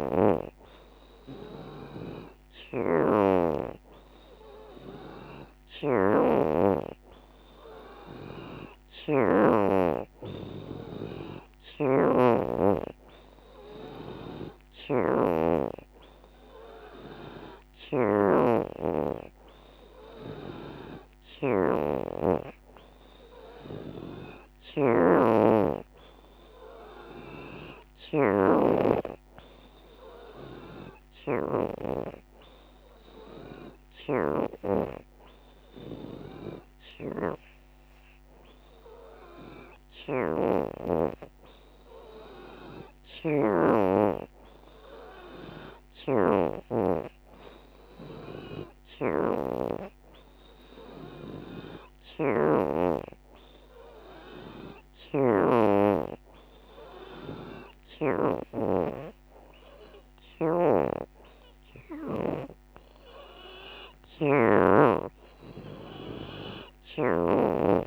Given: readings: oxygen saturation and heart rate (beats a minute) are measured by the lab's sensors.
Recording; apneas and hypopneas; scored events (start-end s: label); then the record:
breathing in sleep by a microphone on the trachea; none
8.00-24.00 s: oxygen desaturation (device-marked, oxygen 84% before, 78% lowest, heart rate 89 before, 85 extreme)
39.50-41.50 s: long interval between heartbeats (device-marked, heart rate 89 before, 85 extreme)
60.00-62.00 s: long interval between heartbeats (device-marked, heart rate 90 before, 95 extreme)
From the record:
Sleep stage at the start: N3 (deep sleep); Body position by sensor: on the back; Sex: female